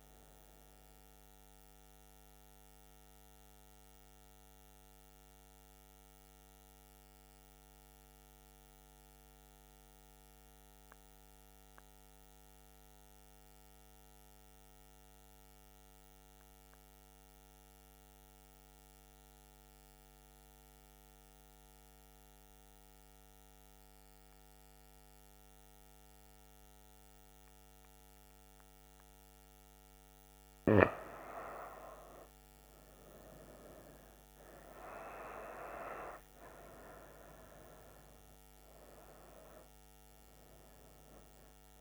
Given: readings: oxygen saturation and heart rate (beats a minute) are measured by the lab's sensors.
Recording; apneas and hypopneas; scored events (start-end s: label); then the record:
breathing in sleep by a microphone on the trachea; 1
3.00-30.00 s: mixed apnea (oxygen 97% before, 92% lowest, heart rate 79 before, 68 extreme, up 9 after)
29.00-41.81 s: oxygen desaturation (device-marked, oxygen 98% before, 92% lowest, heart rate 70 before, 65 extreme)
33.00-37.00 s: arousal
From the record:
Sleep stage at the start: N2 (light sleep); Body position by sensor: on the back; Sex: female